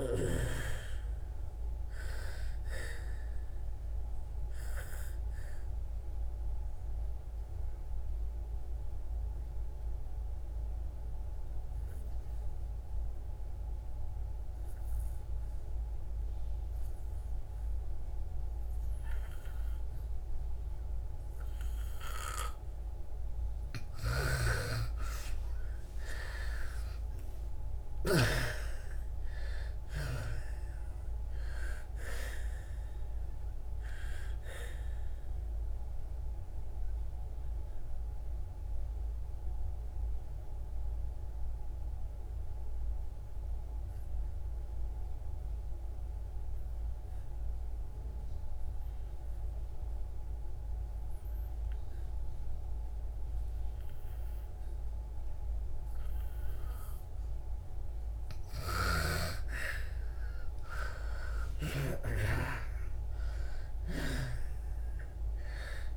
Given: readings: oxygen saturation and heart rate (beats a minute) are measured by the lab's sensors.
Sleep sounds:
breathing in sleep by a room microphone; 2
2.00-14.00 s: oxygen desaturation (device-marked, oxygen 98% before, 89% lowest, heart rate 68 before, 61 extreme)
4.00-22.50 s: obstructive apnea (oxygen 98% before, 82% lowest, heart rate 68 before, 60 extreme, up 25 after)
20.00-52.00 s: oxygen desaturation (device-marked, oxygen 98% before, 82% lowest, heart rate 68 before, 60 extreme)
25.00-28.50 s: arousal
36.00-57.50 s: obstructive apnea (oxygen 98% before, 82% lowest, heart rate 75 before, 56 extreme, up 25 after)
54.00-65.97 s: oxygen desaturation (device-marked, oxygen 99% before, 82% lowest, heart rate 67 before, 56 extreme)
60.00-63.50 s: arousal
From the record:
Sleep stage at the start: N2 (light sleep); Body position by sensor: on the back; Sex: female

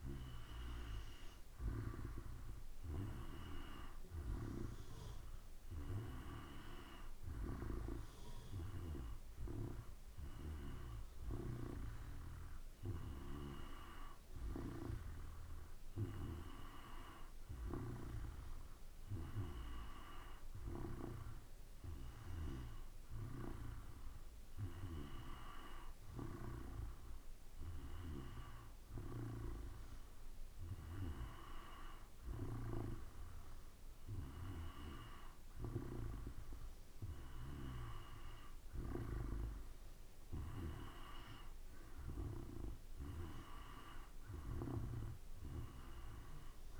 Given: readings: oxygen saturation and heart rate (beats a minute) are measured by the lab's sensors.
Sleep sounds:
breathing in sleep by a room microphone; none
0.00-2.50 s: oxygen desaturation (device-marked, oxygen 90% lowest, heart rate 55 extreme)
From the record:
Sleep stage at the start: N2 (light sleep); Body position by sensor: on the back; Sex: male

